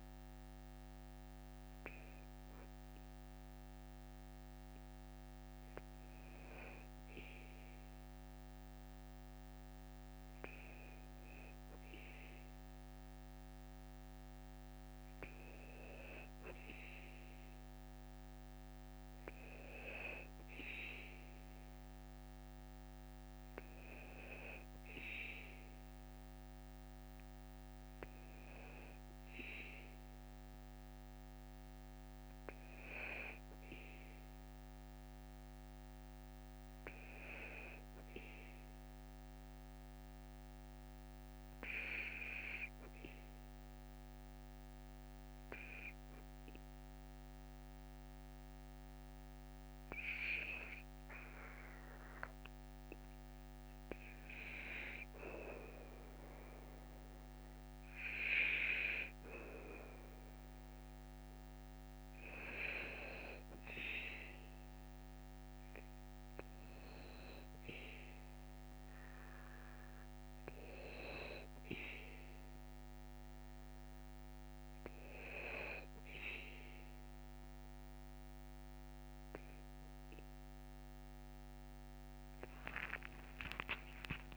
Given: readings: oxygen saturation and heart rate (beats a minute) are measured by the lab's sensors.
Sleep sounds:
breathing in sleep by a microphone on the trachea; 1
38.00-53.00 s: hypopnea (oxygen 97% before, 95% lowest, heart rate 54 before, 54 extreme, up 2 after)
55.00-58.00 s: arousal
82.50-84.37 s: arousal
From the record:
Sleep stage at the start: N2 (light sleep); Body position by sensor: on the back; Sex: male

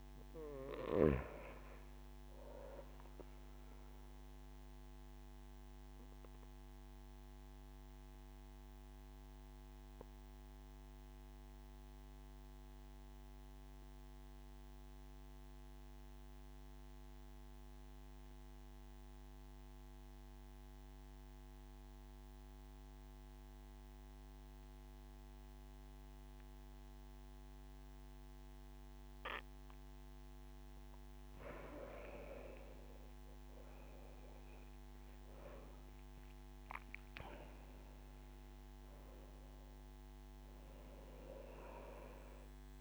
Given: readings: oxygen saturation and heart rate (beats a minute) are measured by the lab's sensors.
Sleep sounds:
breathing in sleep by a microphone on the trachea; 1
5.50-30.00 s: obstructive apnea (oxygen 97% before, 92% lowest)
28.50-42.81 s: oxygen desaturation (device-marked, oxygen 97% before, 92% lowest)
31.00-35.00 s: arousal
From the record:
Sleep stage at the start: N2 (light sleep); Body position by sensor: on the back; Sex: male

